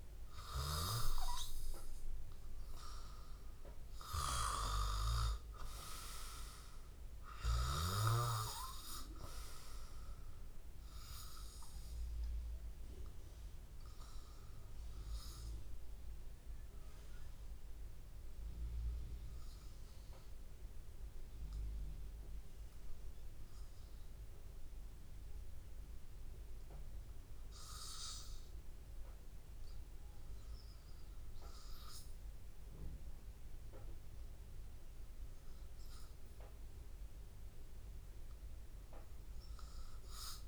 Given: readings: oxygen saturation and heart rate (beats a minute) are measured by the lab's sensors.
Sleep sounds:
breathing in sleep by a room microphone; 1
0.00-23.50 s: oxygen desaturation (device-marked, oxygen 93% lowest, heart rate 82 extreme)
14.50-34.50 s: hypopnea (oxygen 97% before, 91% lowest, heart rate 84 before, 83 extreme, up 0 after)
35.50-40.47 s: oxygen desaturation (device-marked, oxygen 98% before, 91% lowest, heart rate 83 before, 82 extreme)
36.50-39.50 s: arousal
From the record:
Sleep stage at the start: N2 (light sleep); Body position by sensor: on the back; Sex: male

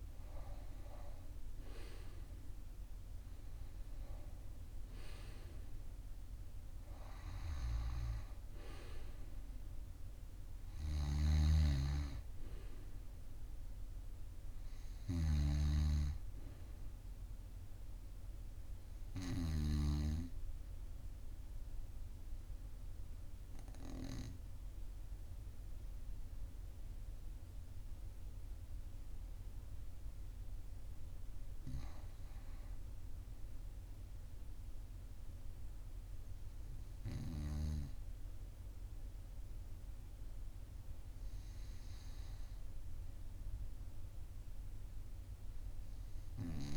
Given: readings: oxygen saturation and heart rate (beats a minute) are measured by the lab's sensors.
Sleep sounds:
breathing in sleep by a room microphone; 1
0.00-3.00 s: arousal
0.00-26.00 s: oxygen desaturation (device-marked, oxygen 90% lowest, heart rate 42 extreme)
22.50-35.50 s: hypopnea (oxygen 96% before, 90% lowest, heart rate 45 before, 42 extreme, up 1 after)
38.00-42.50 s: arousal
From the record:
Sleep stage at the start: N2 (light sleep); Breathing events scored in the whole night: 227 in 7.2 hours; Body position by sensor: on the right side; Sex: male

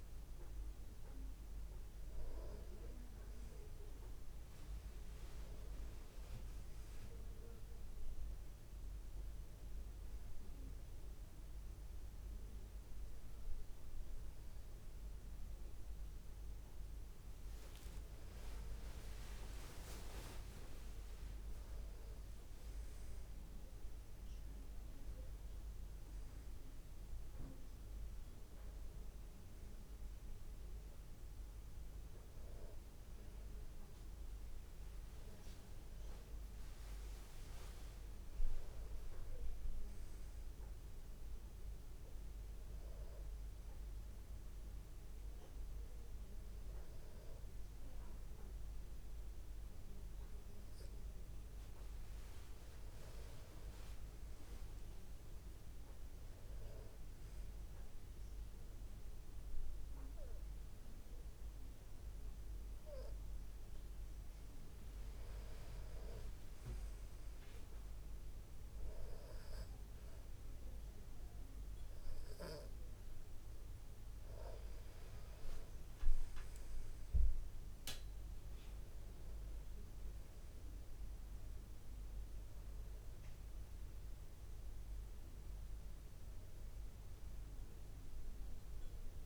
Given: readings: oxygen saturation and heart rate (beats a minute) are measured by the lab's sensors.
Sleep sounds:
breathing in sleep, hard to hear, by a room microphone; 1
9.50-19.50 s: obstructive apnea (oxygen 96% before, 93% lowest, heart rate 57 before, 50 extreme, up 33 after)
22.50-26.00 s: arousal
62.50-64.50 s: tachycardia (device-marked, heart rate 68 before, 86 extreme)
From the record:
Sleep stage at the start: N2 (light sleep); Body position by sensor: on the back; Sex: male

